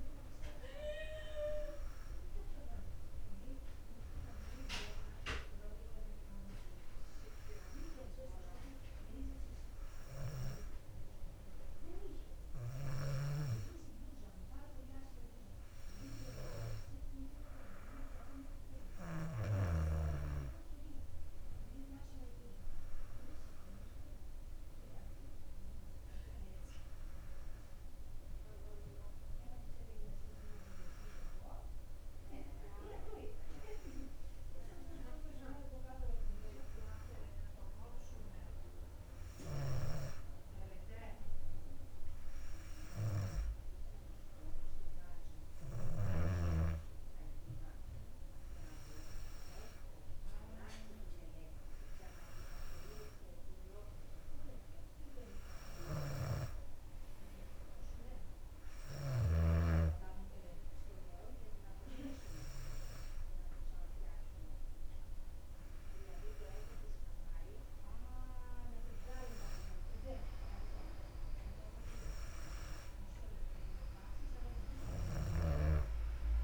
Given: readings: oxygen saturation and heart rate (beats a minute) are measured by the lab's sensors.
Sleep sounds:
breathing in sleep by a room microphone; none
56.00-59.50 s: snoring (device-marked)
From the record:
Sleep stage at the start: N2 (light sleep); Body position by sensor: on the back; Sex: female

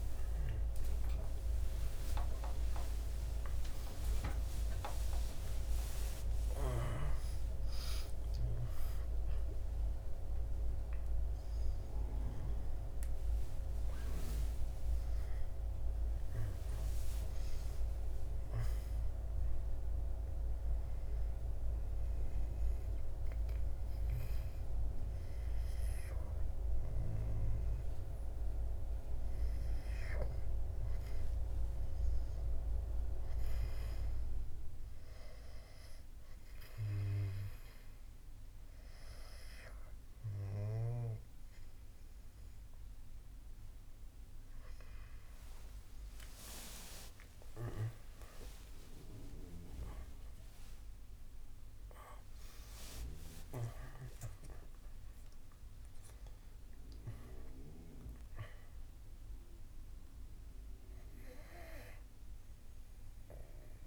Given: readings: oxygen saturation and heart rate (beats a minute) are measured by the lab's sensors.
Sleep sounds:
a person partly awake in a sleep study, by a room microphone; none
21.50-63.87 s: new sleep stage, N2 (light sleep)
46.00-52.50 s: arousal
From the record:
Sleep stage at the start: awake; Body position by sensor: on the back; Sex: male

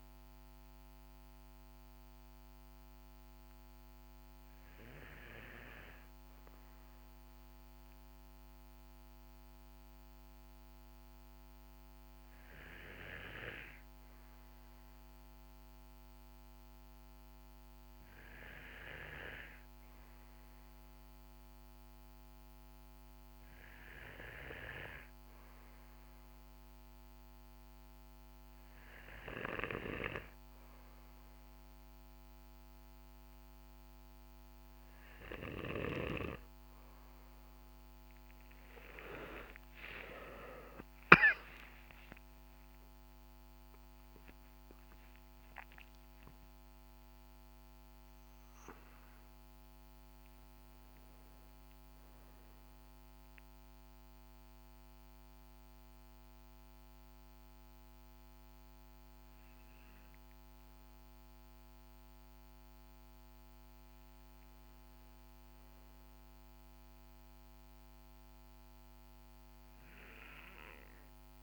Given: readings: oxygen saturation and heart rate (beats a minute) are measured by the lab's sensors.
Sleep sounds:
breathing in sleep by a microphone on the trachea; 2
15.50-32.50 s: hypopnea (oxygen 96% before, 93% lowest, heart rate 63 before, 57 extreme, up 11 after)
39.00-44.50 s: arousal
52.50-63.50 s: hypopnea (oxygen 96% before, 93% lowest, heart rate 69 before, 53 extreme, up 5 after)
67.00-70.50 s: arousal
From the record:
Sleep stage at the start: N2 (light sleep); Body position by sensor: on the right side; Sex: male

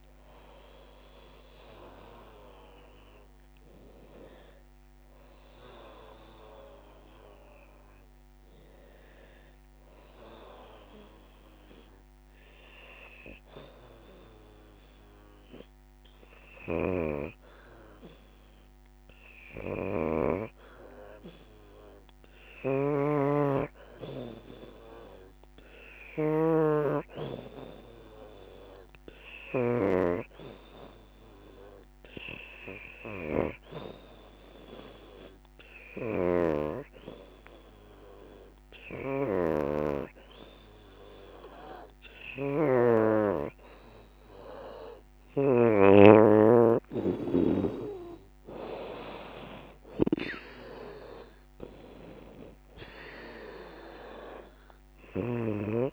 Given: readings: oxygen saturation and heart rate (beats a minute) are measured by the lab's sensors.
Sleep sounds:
breathing in sleep by a microphone on the trachea; 1
0.00-4.50 s: drop in pulse transit time (device-marked, heart rate 69 extreme)
0.00-17.50 s: oxygen desaturation (device-marked, oxygen 86% lowest, heart rate 71 extreme)
11.50-45.00 s: hypopnea (oxygen 94% before, 87% lowest, heart rate 80 before, 70 extreme, up 8 after)
32.50-55.93 s: oxygen desaturation (device-marked, oxygen 96% before, 88% lowest, heart rate 76 before, 70 extreme)
46.50-50.00 s: arousal
From the record:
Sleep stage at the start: N2 (light sleep); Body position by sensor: on the back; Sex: female

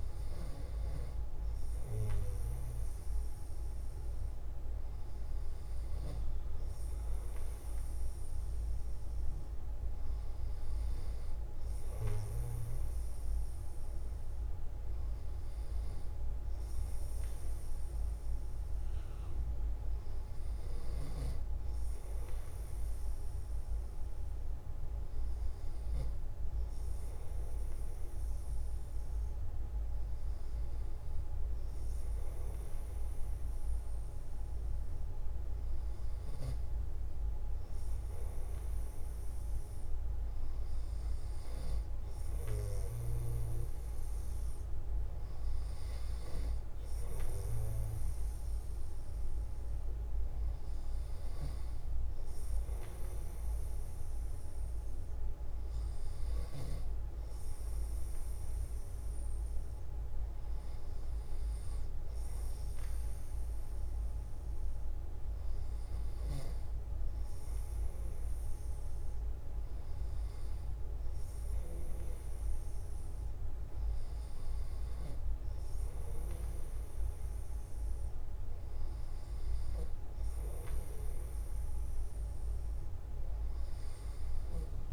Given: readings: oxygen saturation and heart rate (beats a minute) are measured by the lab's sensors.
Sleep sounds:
breathing in sleep, hard to hear, by a room microphone; none
12.00-84.93 s: new sleep stage, N2 (light sleep)
From the record:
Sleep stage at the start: N1 (lightest sleep); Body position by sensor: on the back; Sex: male

